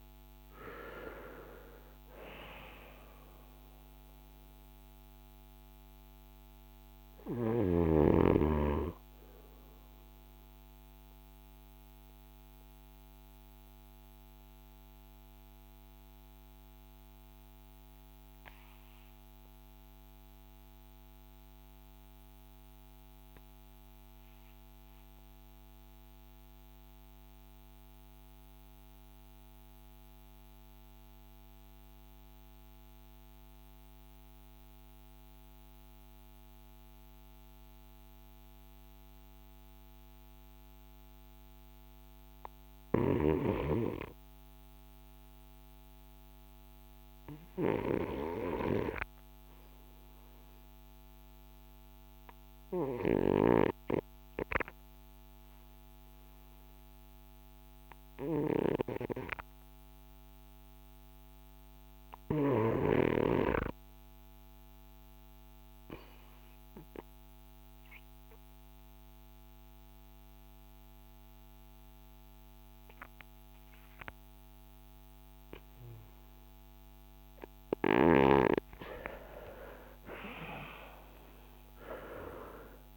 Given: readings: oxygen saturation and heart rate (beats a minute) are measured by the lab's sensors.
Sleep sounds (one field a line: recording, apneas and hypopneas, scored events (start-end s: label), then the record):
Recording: breathing in sleep by a microphone on the trachea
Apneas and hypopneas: 1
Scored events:
0.00-31.50 s: oxygen desaturation (device-marked, oxygen 68% lowest, heart rate 43 extreme)
10.00-77.50 s: obstructive apnea (oxygen 86% before, 68% lowest, heart rate 67 before, 43 extreme, up 10 after)
41.50-82.97 s: oxygen desaturation (device-marked, oxygen 98% before, 68% lowest, heart rate 51 before, 50 extreme)
78.50-82.97 s: arousal
From the record:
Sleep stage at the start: REM sleep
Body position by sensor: on the front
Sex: male